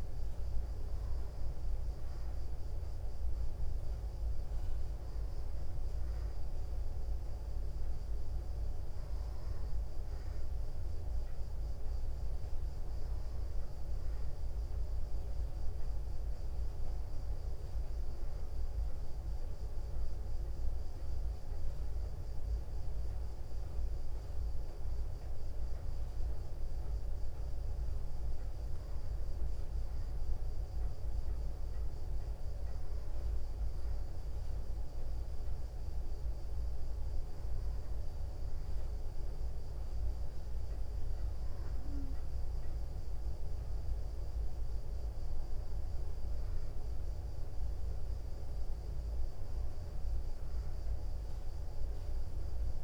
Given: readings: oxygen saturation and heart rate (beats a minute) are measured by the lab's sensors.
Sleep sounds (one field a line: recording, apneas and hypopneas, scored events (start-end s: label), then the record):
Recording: breathing in sleep, hard to hear, by a room microphone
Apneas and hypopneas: none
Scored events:
none scored
From the record:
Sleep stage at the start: N2 (light sleep)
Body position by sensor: on the back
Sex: female